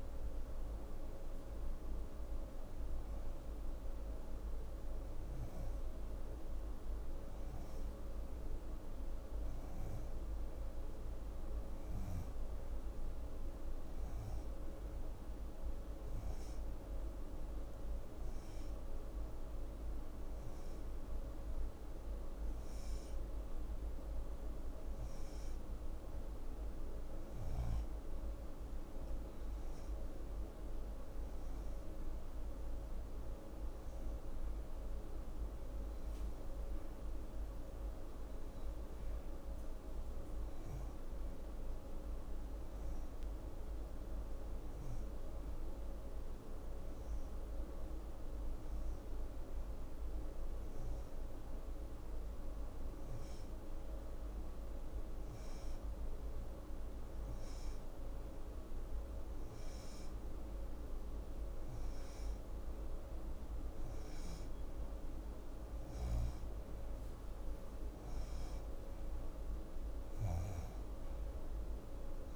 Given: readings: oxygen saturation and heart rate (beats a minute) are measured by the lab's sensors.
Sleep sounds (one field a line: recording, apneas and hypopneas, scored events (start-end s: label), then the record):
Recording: breathing in sleep, hard to hear, by a room microphone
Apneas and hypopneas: 1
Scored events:
17.00-27.00 s: hypopnea (oxygen 92% before, 87% lowest)
18.50-72.36 s: new sleep stage, N2 (light sleep)
30.00-32.50 s: arousal
From the record:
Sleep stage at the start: N1 (lightest sleep)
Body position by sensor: on the left side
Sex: female